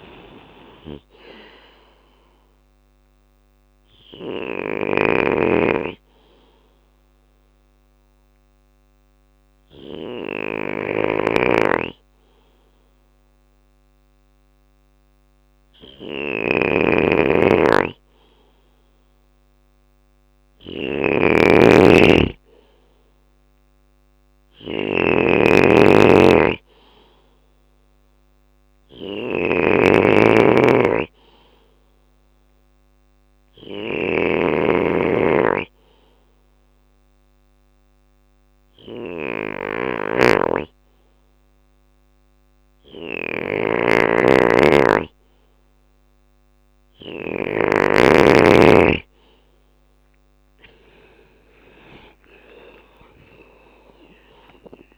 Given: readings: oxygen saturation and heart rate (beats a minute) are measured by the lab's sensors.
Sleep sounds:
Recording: breathing in sleep by a microphone on the trachea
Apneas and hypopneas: 2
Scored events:
0.00-7.50 s: drop in pulse transit time (device-marked, heart rate 57 extreme)
2.00-18.00 s: obstructive apnea (oxygen 95% before, 92% lowest, heart rate 62 before, 55 extreme, up 4 after)
2.50-20.50 s: bradycardia (device-marked, heart rate 63 before, 56 extreme)
3.50-46.50 s: snoring (device-marked)
19.00-23.00 s: arousal
22.50-38.50 s: bradycardia (device-marked, heart rate 63 before, 55 extreme)
31.00-43.50 s: obstructive apnea (oxygen 97% before, 92% lowest, heart rate 58 before, 57 extreme, up 10 after)
41.50-46.50 s: bradycardia (device-marked, heart rate 63 before, 58 extreme)
49.00-52.50 s: arousal
52.50-54.98 s: drop in pulse transit time (device-marked, heart rate 59 before, 57 extreme)
From the record:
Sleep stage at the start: N2 (light sleep)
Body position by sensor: on the back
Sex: male

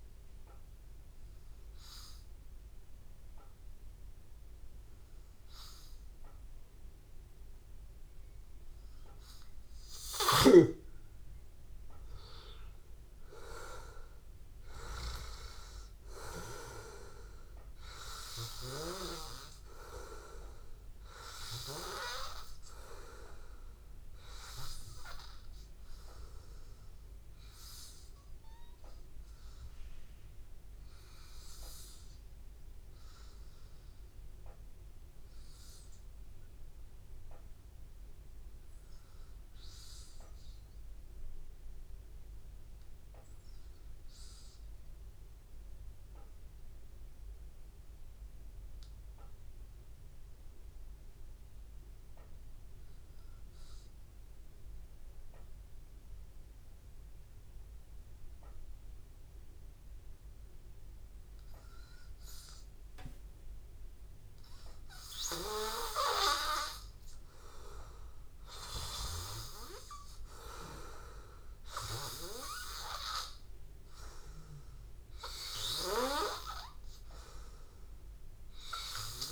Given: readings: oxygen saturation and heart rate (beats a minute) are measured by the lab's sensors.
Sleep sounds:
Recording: breathing in sleep by a room microphone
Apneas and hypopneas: 1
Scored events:
0.00-2.00 s: arousal
17.50-36.50 s: oxygen desaturation (device-marked, oxygen 96% before, 93% lowest, heart rate 81 before, 81 extreme)
23.50-27.50 s: arousal
29.50-66.50 s: hypopnea (oxygen 96% before, 93% lowest, heart rate 83 before, 81 extreme, up 1 after)
62.50-79.31 s: oxygen desaturation (device-marked, oxygen 98% before, 94% lowest, heart rate 81 before, 81 extreme)
68.00-72.50 s: arousal
From the record:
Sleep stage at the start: N2 (light sleep)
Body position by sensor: on the back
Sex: male

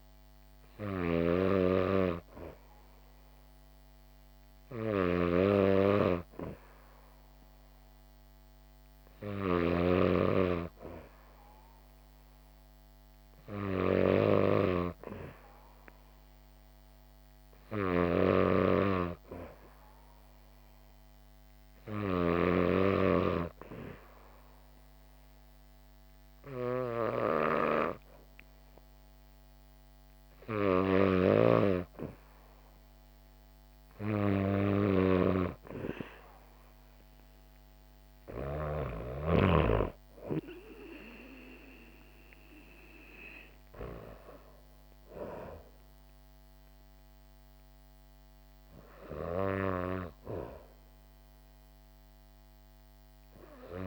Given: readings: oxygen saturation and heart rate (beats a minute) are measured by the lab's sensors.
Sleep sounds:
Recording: breathing in sleep by a microphone on the trachea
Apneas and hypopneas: 1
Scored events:
0.00-22.50 s: snoring (device-marked)
21.00-32.00 s: hypopnea (oxygen 95% before, 92% lowest, heart rate 66 before, 63 extreme, up 2 after)
31.00-39.50 s: snoring (device-marked)
34.50-38.00 s: arousal
40.00-53.87 s: oxygen desaturation (device-marked, oxygen 95% before, 92% lowest, heart rate 66 before, 63 extreme)
From the record:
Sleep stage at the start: N2 (light sleep)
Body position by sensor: on the back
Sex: female

